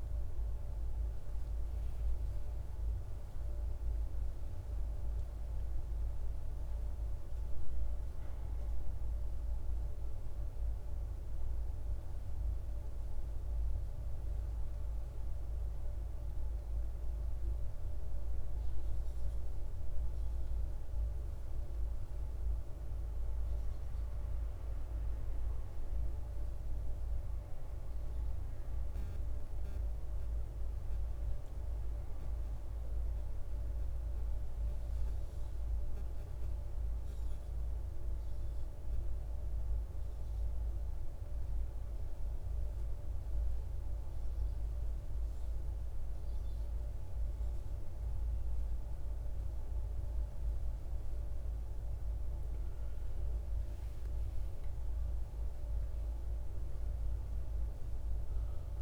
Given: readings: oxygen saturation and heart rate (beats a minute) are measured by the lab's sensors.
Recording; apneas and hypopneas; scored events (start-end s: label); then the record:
breathing in sleep, hard to hear, by a room microphone; 1
29.50-33.50 s: arousal
36.00-51.00 s: obstructive apnea (oxygen 98% before, 92% lowest, heart rate 61 before, 54 extreme, up 14 after)
53.50-58.00 s: arousal
53.50-58.82 s: new sleep stage, N2 (light sleep)
From the record:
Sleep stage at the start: N1 (lightest sleep); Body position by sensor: on the right side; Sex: male